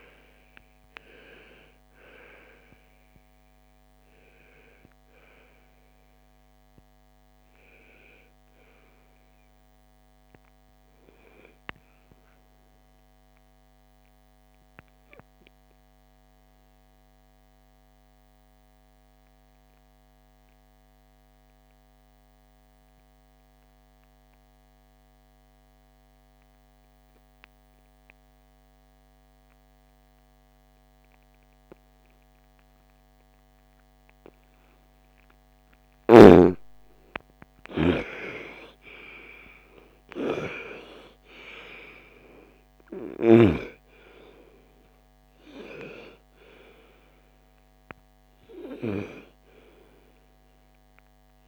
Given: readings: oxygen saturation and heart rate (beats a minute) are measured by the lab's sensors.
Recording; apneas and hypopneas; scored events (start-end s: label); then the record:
breathing in sleep by a microphone on the trachea; 1
0.00-16.00 s: oxygen desaturation (device-marked, oxygen 81% lowest, heart rate 55 extreme)
18.50-34.00 s: obstructive apnea (oxygen 99% before, 84% lowest, heart rate 68 before, 57 extreme, up 13 after)
33.00-51.48 s: oxygen desaturation (device-marked, oxygen 99% before, 84% lowest, heart rate 58 before, 50 extreme)
36.00-40.00 s: arousal
From the record:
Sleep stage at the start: N2 (light sleep); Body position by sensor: on the right side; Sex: female